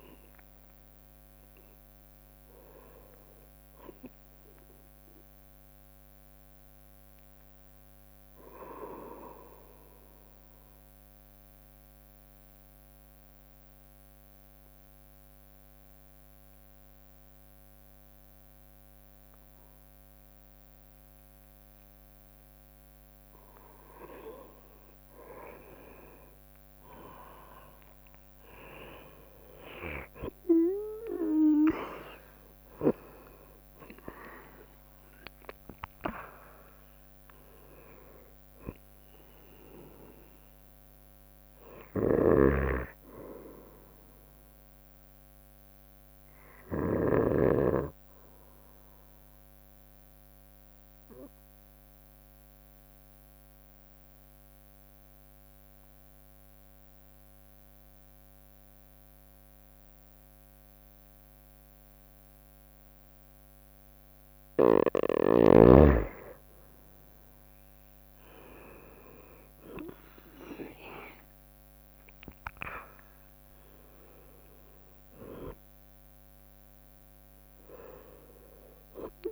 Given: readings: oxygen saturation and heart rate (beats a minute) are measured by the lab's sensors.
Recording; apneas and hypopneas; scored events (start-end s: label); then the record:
breathing in sleep by a microphone on the trachea; 2
0.00-10.00 s: drop in pulse transit time (device-marked, heart rate 63 extreme)
7.50-23.00 s: obstructive apnea (oxygen 96% before, 93% lowest, heart rate 73 before, 56 extreme, up 4 after)
9.00-24.00 s: bradycardia (device-marked, heart rate 64 before, 58 extreme)
26.50-29.50 s: arousal
30.00-45.00 s: drop in pulse transit time (device-marked, heart rate 59 before, 59 extreme)
31.00-56.00 s: oxygen desaturation (device-marked, oxygen 97% before, 93% lowest, heart rate 59 before, 56 extreme)
41.00-55.00 s: bradycardia (device-marked, heart rate 64 before, 56 extreme)
42.00-47.00 s: snoring (device-marked)
46.00-63.50 s: obstructive apnea (oxygen 97% before, 92% lowest, heart rate 62 before, 57 extreme, up 6 after)
70.00-79.32 s: drop in pulse transit time (device-marked, heart rate 59 before, 63 extreme)
70.00-79.32 s: oxygen desaturation (device-marked, oxygen 97% before, 92% lowest, heart rate 59 before, 57 extreme)
71.00-75.50 s: arousal
From the record:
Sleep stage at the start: N2 (light sleep); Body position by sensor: on the right side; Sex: female